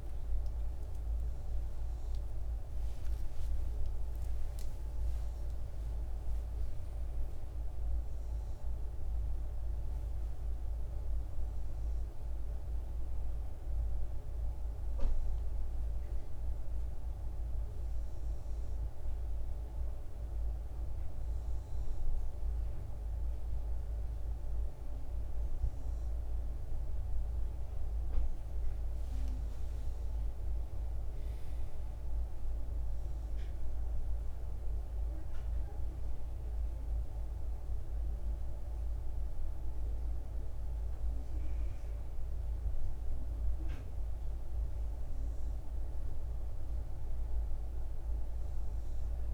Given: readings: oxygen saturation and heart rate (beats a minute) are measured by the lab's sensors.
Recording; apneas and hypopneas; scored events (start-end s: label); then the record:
a person awake in a sleep study, hard to hear, by a room microphone; none
none scored
From the record:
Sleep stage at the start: awake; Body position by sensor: on the right side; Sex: male